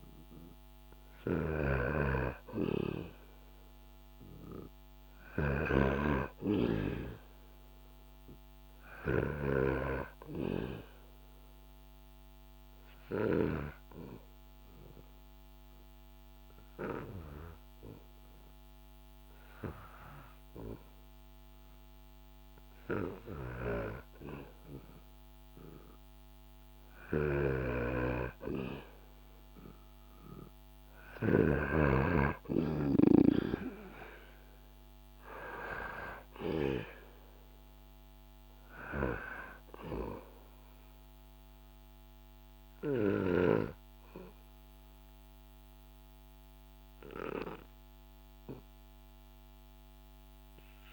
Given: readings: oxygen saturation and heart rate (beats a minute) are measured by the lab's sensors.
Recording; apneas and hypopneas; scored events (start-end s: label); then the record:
breathing in sleep by a microphone on the trachea; 1
0.00-8.50 s: snoring (device-marked)
4.50-9.00 s: arousal
11.00-25.50 s: hypopnea (oxygen 96% before, 92% lowest, heart rate 72 before, 69 extreme, up 6 after)
26.00-30.50 s: snoring (device-marked)
29.00-34.50 s: arousal
37.50-42.50 s: snoring (device-marked)
From the record:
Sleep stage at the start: N2 (light sleep); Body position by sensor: on the back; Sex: male